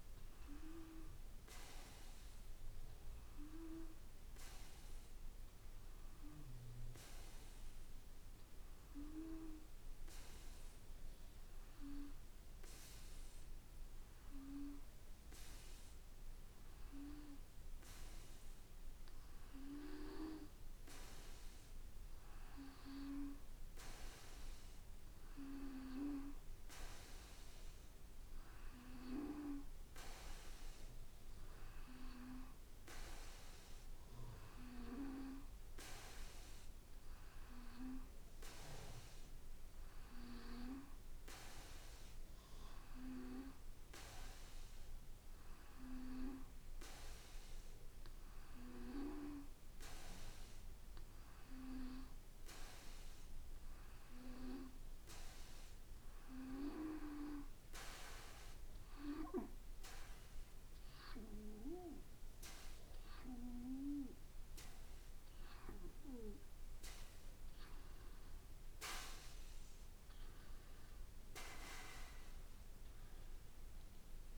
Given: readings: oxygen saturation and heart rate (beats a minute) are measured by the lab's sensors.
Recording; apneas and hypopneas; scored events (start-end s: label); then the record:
breathing in sleep by a room microphone; 2
3.50-21.50 s: hypopnea (oxygen 95% before, 92% lowest, heart rate 58 before, 56 extreme, up 2 after)
23.50-27.00 s: arousal
49.50-65.50 s: hypopnea (oxygen 94% before, 90% lowest, heart rate 58 before, 54 extreme, up 0 after)
73.00-74.38 s: arousal
From the record:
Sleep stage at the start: N2 (light sleep); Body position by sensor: on the back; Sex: male